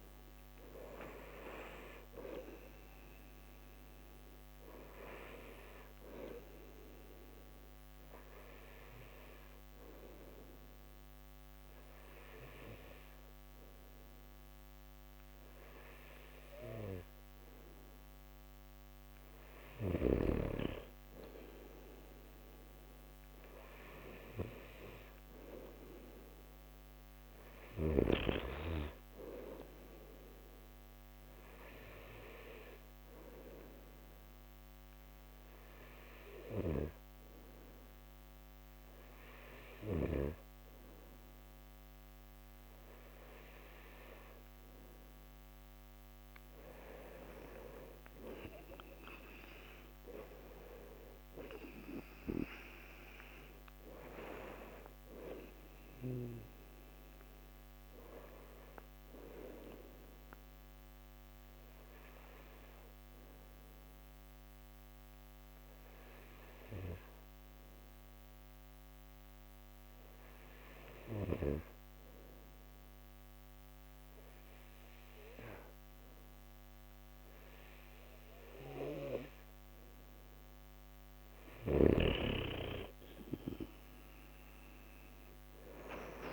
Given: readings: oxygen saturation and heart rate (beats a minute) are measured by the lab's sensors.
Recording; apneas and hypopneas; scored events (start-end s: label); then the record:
breathing in sleep by a microphone on the trachea; 3
3.50-16.50 s: hypopnea (oxygen 95% before, 92% lowest)
19.00-22.50 s: arousal
32.50-43.50 s: hypopnea (oxygen 94% before, 90% lowest)
47.00-50.50 s: arousal
64.50-80.50 s: obstructive apnea (oxygen 94% before, 90% lowest)
82.50-86.33 s: arousal
82.50-86.33 s: oxygen desaturation (device-marked, oxygen 96% before, 90% lowest)
From the record:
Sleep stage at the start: N2 (light sleep); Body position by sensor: on the back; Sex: male